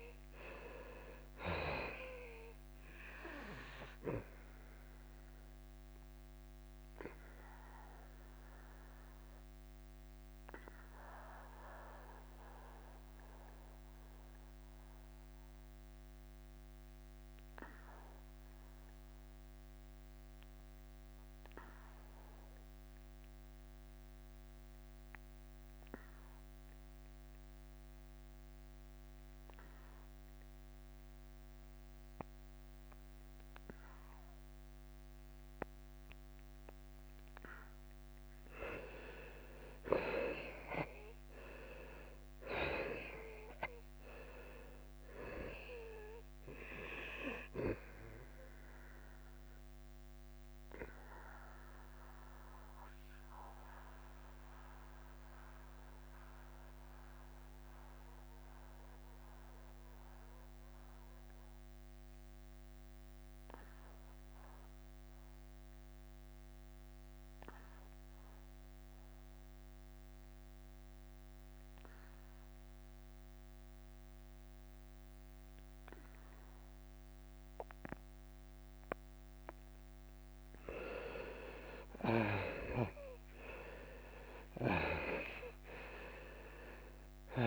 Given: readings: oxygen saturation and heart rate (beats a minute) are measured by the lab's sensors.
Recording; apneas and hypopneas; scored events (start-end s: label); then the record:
breathing in sleep by a microphone on the trachea; 2
0.00-2.00 s: arousal
0.00-12.50 s: drop in pulse transit time (device-marked, heart rate 78 extreme)
0.00-30.50 s: oxygen desaturation (device-marked, oxygen 79% lowest, heart rate 76 extreme)
6.00-39.00 s: obstructive apnea (oxygen 98% before, 79% lowest, heart rate 83 before, 74 extreme, up 4 after)
40.50-45.00 s: arousal
42.50-56.50 s: drop in pulse transit time (device-marked, heart rate 82 before, 74 extreme)
49.50-71.50 s: oxygen desaturation (device-marked, oxygen 93% before, 81% lowest, heart rate 83 before, 74 extreme)
49.50-81.00 s: mixed apnea (oxygen 97% before, 81% lowest, heart rate 83 before, 74 extreme, up 19 after)
83.50-87.47 s: arousal
85.50-87.47 s: drop in pulse transit time (device-marked, heart rate 82 before, 77 extreme)
85.50-87.47 s: long interval between heartbeats (device-marked, heart rate 82 before, 95 extreme)
From the record:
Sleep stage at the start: N2 (light sleep); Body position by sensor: on the back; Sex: male